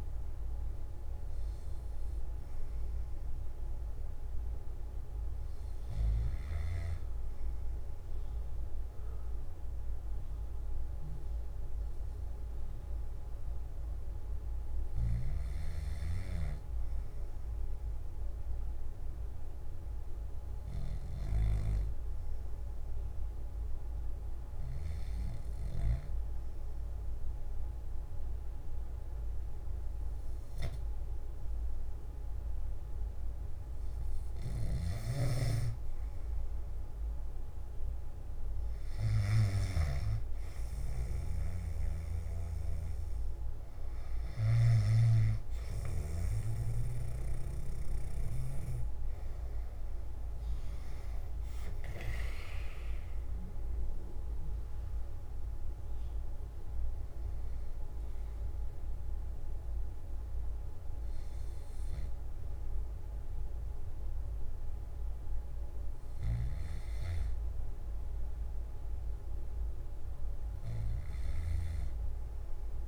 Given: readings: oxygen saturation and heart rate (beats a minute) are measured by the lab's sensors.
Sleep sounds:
breathing in sleep by a room microphone; 1
19.50-34.50 s: hypopnea (oxygen 98% before, 94% lowest, heart rate 62 before, 60 extreme, up 3 after)
35.00-40.00 s: snoring (device-marked)
55.00-66.00 s: oxygen desaturation (device-marked, oxygen 97% before, 94% lowest, heart rate 63 before, 58 extreme)
From the record:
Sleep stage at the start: N1 (lightest sleep); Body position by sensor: on the back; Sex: male

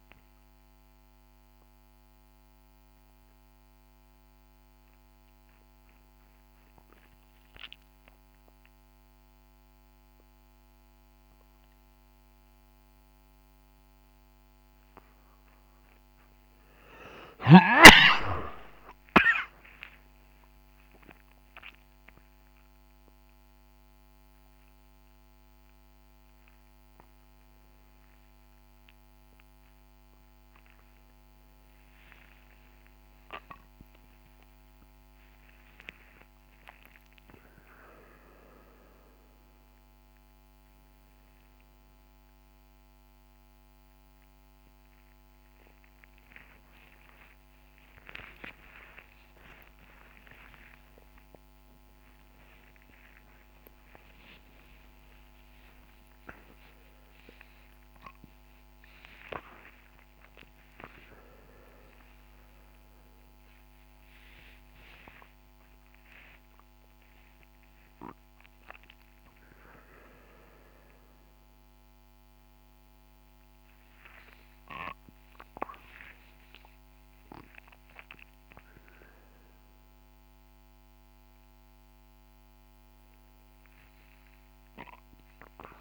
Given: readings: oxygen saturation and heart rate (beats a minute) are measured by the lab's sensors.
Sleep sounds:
a person awake in a sleep study, by a microphone on the trachea; none
24.50-37.50 s: oxygen desaturation (device-marked, oxygen 99% before, 95% lowest, heart rate 85 before, 84 extreme)
From the record:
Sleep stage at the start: awake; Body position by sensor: on the right side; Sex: male

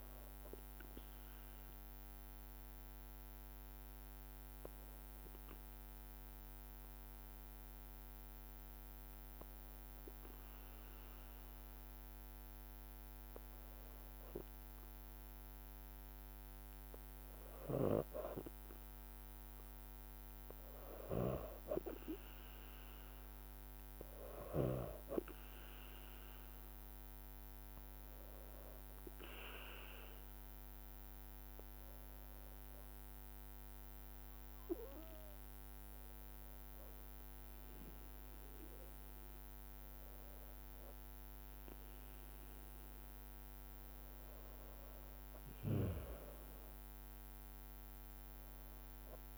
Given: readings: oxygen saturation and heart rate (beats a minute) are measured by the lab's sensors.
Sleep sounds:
breathing in sleep by a microphone on the trachea; 1
0.00-9.00 s: drop in pulse transit time (device-marked, heart rate 55 extreme)
4.50-17.50 s: obstructive apnea (oxygen 95% before, 95% lowest, heart rate 58 before, 55 extreme, up 0 after)
28.00-46.00 s: oxygen desaturation (device-marked, oxygen 99% before, 95% lowest, heart rate 55 before, 54 extreme)
31.50-37.00 s: arousal
33.00-44.00 s: drop in pulse transit time (device-marked, heart rate 56 before, 57 extreme)
From the record:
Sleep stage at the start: N2 (light sleep); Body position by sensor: on the back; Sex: female

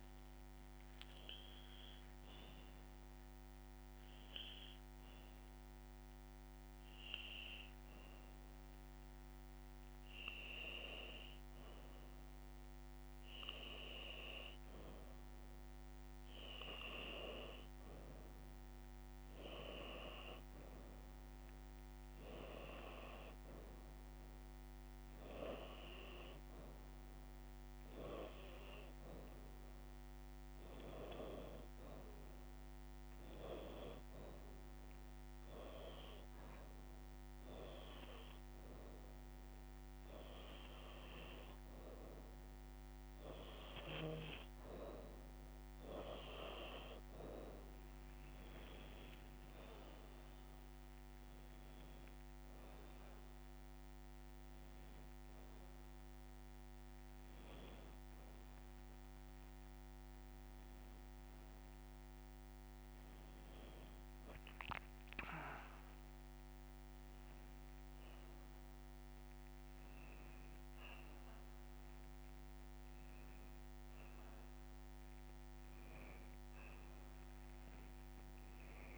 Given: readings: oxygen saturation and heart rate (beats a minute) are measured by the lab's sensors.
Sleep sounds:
a person awake in a sleep study, by a microphone on the trachea; none
63.00-78.98 s: new sleep stage, N1 (lightest sleep)
From the record:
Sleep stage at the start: awake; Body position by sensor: upright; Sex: female

